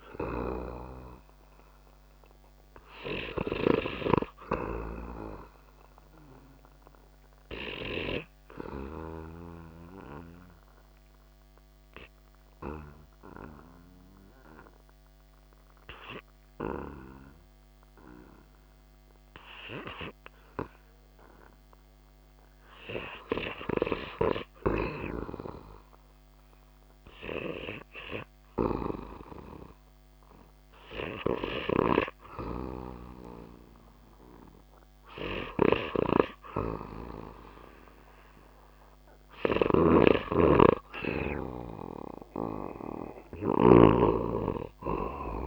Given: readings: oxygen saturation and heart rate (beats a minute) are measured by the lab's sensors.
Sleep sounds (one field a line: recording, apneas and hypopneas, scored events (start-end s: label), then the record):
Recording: breathing in sleep by a microphone on the trachea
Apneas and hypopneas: 1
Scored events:
3.50-45.47 s: new sleep stage, N2 (light sleep)
9.00-24.00 s: obstructive apnea (oxygen 92% before, 83% lowest)
27.50-31.00 s: arousal
35.00-45.47 s: snoring (device-marked)
37.50-45.47 s: oxygen desaturation (device-marked, oxygen 95% before, 83% lowest)
From the record:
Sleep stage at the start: REM sleep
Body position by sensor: on the back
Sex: male